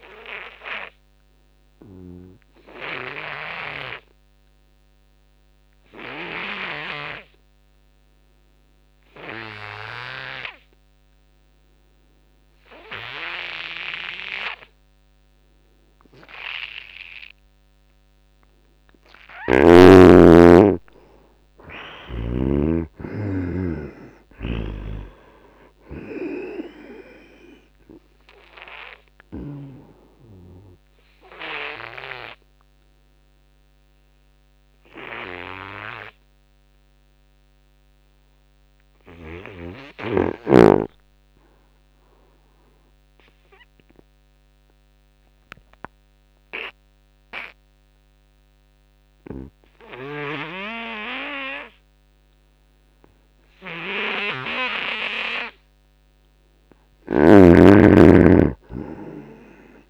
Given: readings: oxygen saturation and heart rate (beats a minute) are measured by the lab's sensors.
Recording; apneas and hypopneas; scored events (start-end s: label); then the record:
breathing in sleep by a microphone on the trachea; 2
0.00-16.00 s: oxygen desaturation (device-marked, oxygen 81% lowest, heart rate 72 extreme)
0.50-17.50 s: obstructive apnea (oxygen 98% before, 79% lowest, heart rate 79 before, 72 extreme, up 1 after)
18.00-44.00 s: oxygen desaturation (device-marked, oxygen 93% before, 79% lowest, heart rate 78 before, 69 extreme)
19.00-23.50 s: arousal
24.50-29.50 s: snoring (device-marked)
31.50-55.50 s: obstructive apnea (oxygen 93% before, 79% lowest, heart rate 78 before, 69 extreme, up 5 after)
57.50-59.90 s: arousal
From the record:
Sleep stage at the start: N2 (light sleep); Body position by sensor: on the back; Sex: male